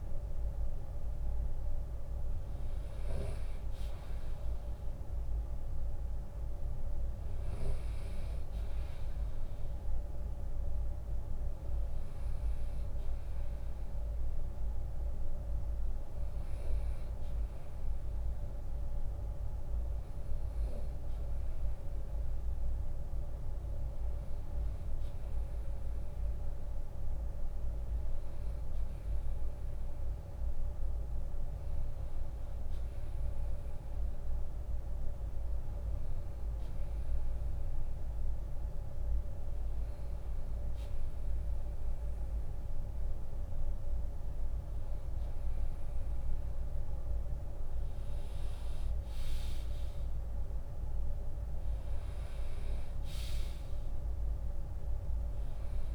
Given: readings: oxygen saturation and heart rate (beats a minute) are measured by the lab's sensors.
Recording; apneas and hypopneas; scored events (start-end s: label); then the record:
breathing in sleep, hard to hear, by a room microphone; none
48.00-55.95 s: drop in pulse transit time (device-marked, heart rate 79 before, 77 extreme)
From the record:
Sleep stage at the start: REM sleep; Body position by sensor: on the right side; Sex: male